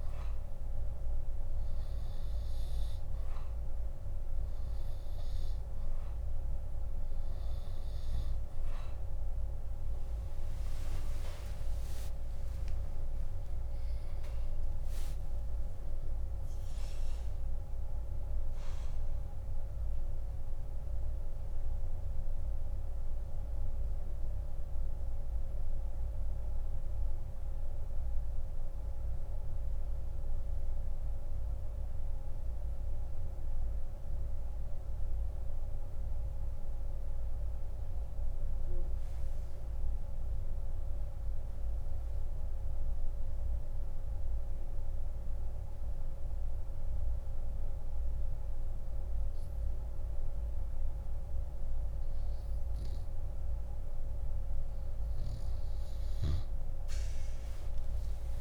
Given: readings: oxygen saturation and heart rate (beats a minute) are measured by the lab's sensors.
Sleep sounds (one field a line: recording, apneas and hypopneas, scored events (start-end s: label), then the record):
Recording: breathing in sleep, hard to hear, by a room microphone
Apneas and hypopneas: 1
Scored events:
0.00-55.50 s: oxygen desaturation (device-marked, oxygen 86% lowest)
11.00-15.00 s: arousal
17.50-54.00 s: mixed apnea (oxygen 97% before, 86% lowest, heart rate 79 before, 42 extreme, up 14 after)
From the record:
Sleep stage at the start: N2 (light sleep)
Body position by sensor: on the back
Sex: male